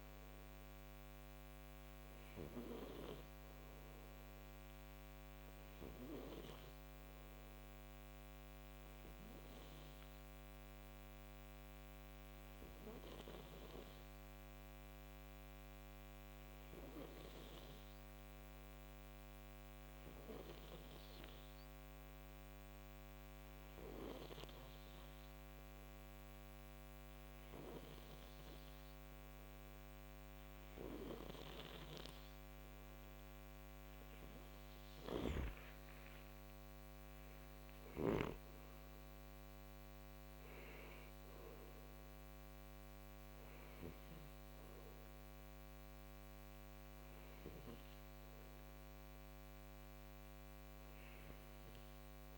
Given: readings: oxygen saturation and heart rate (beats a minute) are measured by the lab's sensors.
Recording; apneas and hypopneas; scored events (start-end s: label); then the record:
breathing in sleep by a microphone on the trachea; 1
7.50-31.00 s: hypopnea (oxygen 95% before, 91% lowest, heart rate 59 before, 54 extreme, up 10 after)
34.50-40.50 s: arousal
From the record:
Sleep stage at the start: N2 (light sleep); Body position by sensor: on the right side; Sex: male